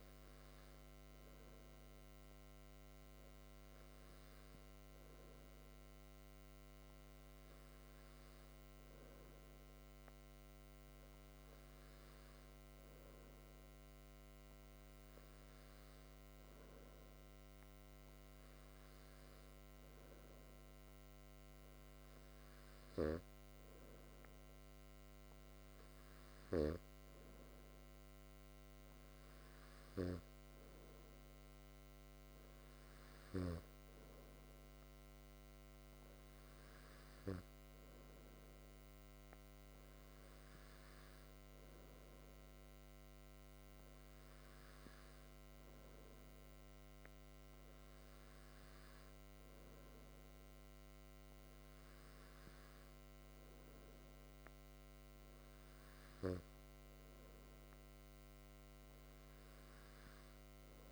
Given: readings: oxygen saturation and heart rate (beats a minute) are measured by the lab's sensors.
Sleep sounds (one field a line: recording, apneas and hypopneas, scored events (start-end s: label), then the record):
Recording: breathing in sleep, hard to hear, by a microphone on the trachea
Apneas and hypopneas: none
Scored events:
none scored
From the record:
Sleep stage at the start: N2 (light sleep)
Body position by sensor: on the back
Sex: male